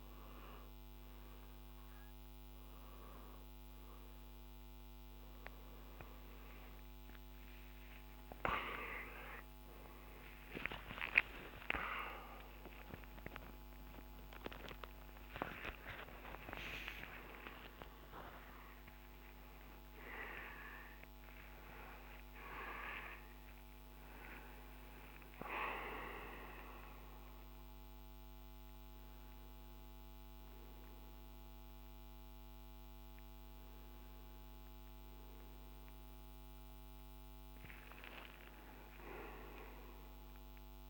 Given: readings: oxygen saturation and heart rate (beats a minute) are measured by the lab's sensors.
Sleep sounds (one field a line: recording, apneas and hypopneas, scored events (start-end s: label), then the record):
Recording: a person awake in a sleep study, by a microphone on the trachea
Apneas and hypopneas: none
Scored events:
11.00-13.00 s: long interval between heartbeats (device-marked, heart rate 64 before, 85 extreme)
13.00-15.00 s: long interval between heartbeats (device-marked, heart rate 67 before, 106 extreme)
15.00-17.00 s: long interval between heartbeats (device-marked, heart rate 72 before, 119 extreme)
17.50-40.90 s: new sleep stage, awake
23.00-25.00 s: long interval between heartbeats (device-marked, heart rate 91 before, 106 extreme)
From the record:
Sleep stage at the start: N2 (light sleep)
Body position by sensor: on the right side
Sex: male